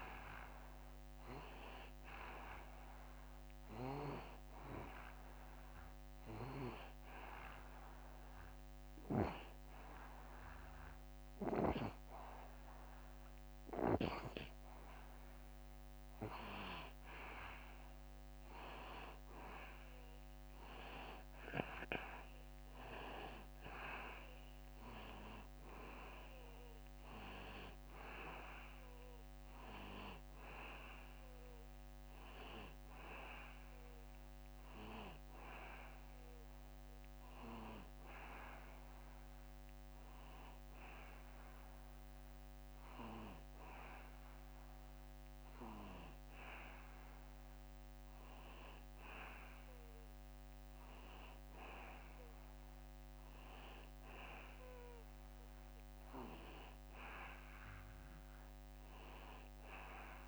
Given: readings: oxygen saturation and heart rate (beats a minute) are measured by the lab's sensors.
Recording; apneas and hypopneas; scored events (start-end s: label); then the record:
breathing in sleep by a microphone on the trachea; 1
0.00-1.00 s: arousal
6.00-16.00 s: hypopnea (oxygen 93% before, 90% lowest, heart rate 72 before, 71 extreme, up 0 after)
22.50-26.00 s: arousal
From the record:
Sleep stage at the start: N2 (light sleep); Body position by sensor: on the back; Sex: male